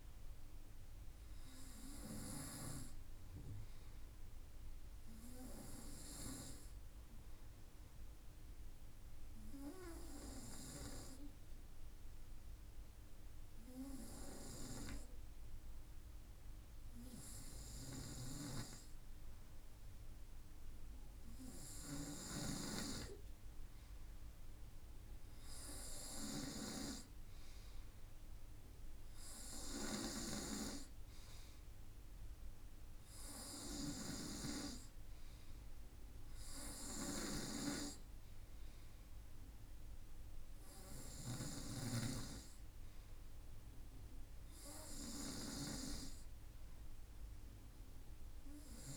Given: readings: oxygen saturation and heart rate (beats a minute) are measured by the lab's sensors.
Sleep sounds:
breathing in sleep by a room microphone; 1
6.50-20.00 s: hypopnea (oxygen 96% before, 94% lowest, heart rate 54 before, 54 extreme, up 1 after)
24.50-27.50 s: arousal
From the record:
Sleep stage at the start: N2 (light sleep); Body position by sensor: on the front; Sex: male

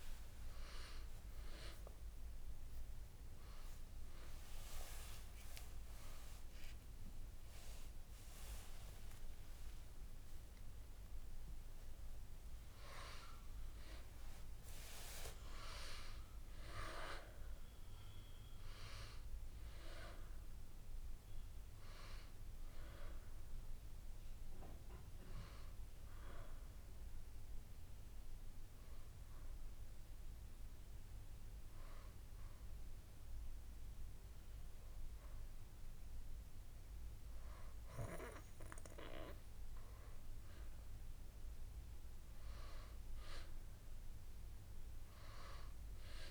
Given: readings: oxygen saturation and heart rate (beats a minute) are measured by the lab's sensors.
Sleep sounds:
breathing in sleep by a room microphone; 1
1.50-3.50 s: long interval between heartbeats (device-marked, heart rate 73 before, 85 extreme)
4.50-6.50 s: long interval between heartbeats (device-marked, heart rate 75 before, 94 extreme)
23.50-26.50 s: arousal
28.50-40.50 s: hypopnea (oxygen 94% before, 92% lowest, heart rate 75 before, 68 extreme, up 7 after)
42.50-46.31 s: arousal
From the record:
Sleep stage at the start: N2 (light sleep); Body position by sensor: on the back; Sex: female

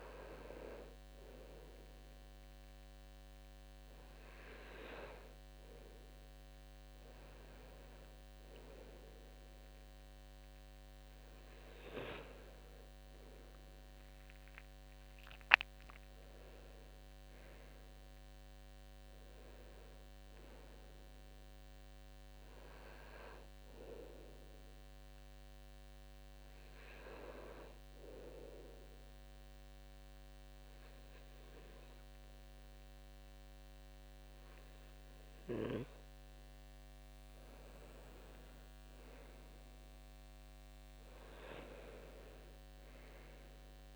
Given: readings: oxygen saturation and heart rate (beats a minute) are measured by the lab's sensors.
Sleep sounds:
breathing in sleep by a microphone on the trachea; 1
12.00-17.50 s: arousal
27.50-37.50 s: obstructive apnea (oxygen 96% before, 92% lowest, heart rate 76 before, 70 extreme, up 11 after)
33.50-43.96 s: new sleep stage, N2 (light sleep)
39.00-43.00 s: arousal
From the record:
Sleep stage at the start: N1 (lightest sleep); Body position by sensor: on the left side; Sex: male

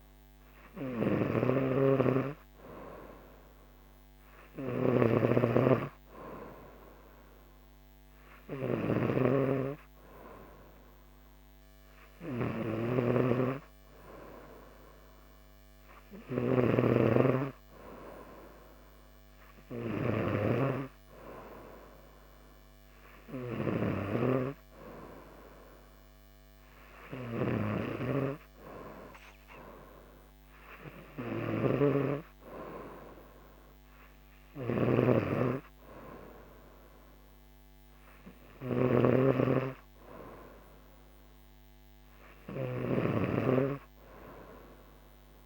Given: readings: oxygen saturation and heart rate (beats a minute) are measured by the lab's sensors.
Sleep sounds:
breathing in sleep by a microphone on the trachea; none
0.00-45.45 s: snoring (device-marked)
From the record:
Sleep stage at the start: N3 (deep sleep); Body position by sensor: on the right side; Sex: female

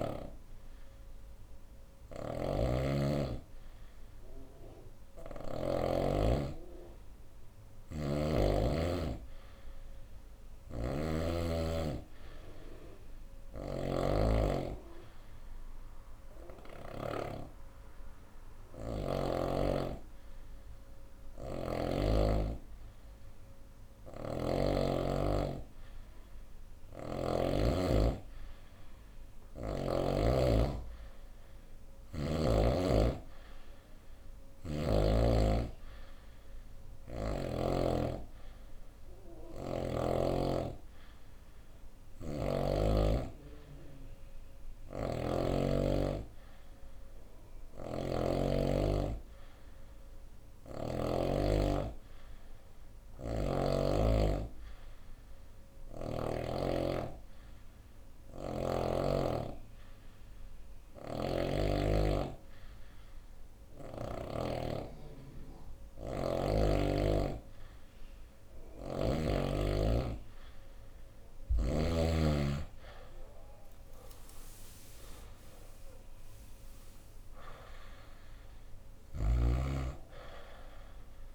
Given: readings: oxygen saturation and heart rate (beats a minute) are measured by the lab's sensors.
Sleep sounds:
breathing in sleep by a room microphone; none
0.00-5.00 s: snoring (device-marked)
7.00-16.50 s: snoring (device-marked)
26.00-29.50 s: snoring (device-marked)
44.00-50.50 s: snoring (device-marked)
57.50-61.00 s: snoring (device-marked)
68.00-71.50 s: snoring (device-marked)
74.00-79.00 s: arousal
78.50-81.35 s: snoring (device-marked)
From the record:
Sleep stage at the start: N2 (light sleep); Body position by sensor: on the right side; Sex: female

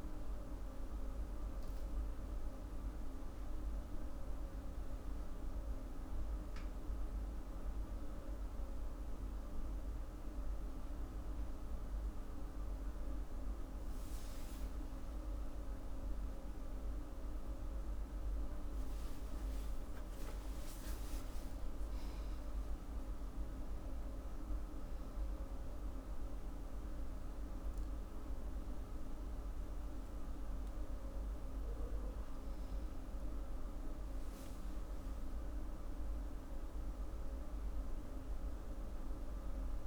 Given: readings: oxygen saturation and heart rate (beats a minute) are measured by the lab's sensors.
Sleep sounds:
a person partly awake in a sleep study, hard to hear, by a room microphone; none
27.00-39.87 s: new sleep stage, awake
From the record:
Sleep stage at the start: N1 (lightest sleep); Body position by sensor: on the back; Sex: female

